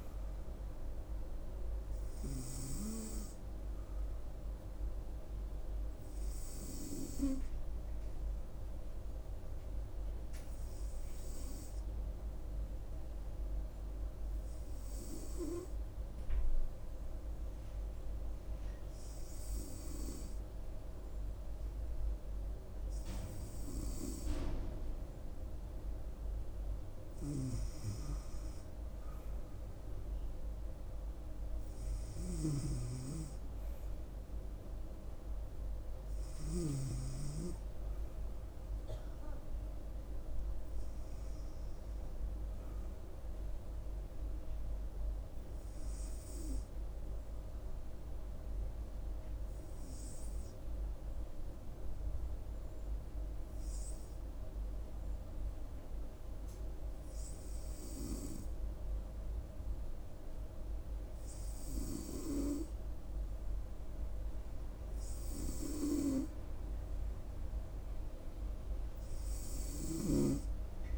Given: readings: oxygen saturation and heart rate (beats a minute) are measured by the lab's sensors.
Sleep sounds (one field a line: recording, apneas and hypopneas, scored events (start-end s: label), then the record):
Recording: breathing in sleep by a room microphone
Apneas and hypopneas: 2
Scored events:
6.00-26.00 s: hypopnea (oxygen 99% before, 95% lowest, heart rate 70 before, 67 extreme, up 1 after)
28.00-31.50 s: arousal
32.00-37.00 s: snoring (device-marked)
46.00-65.00 s: hypopnea (oxygen 98% before, 94% lowest, heart rate 68 before, 65 extreme, up 3 after)
67.00-70.98 s: arousal
From the record:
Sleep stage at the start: N2 (light sleep)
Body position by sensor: on the right side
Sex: female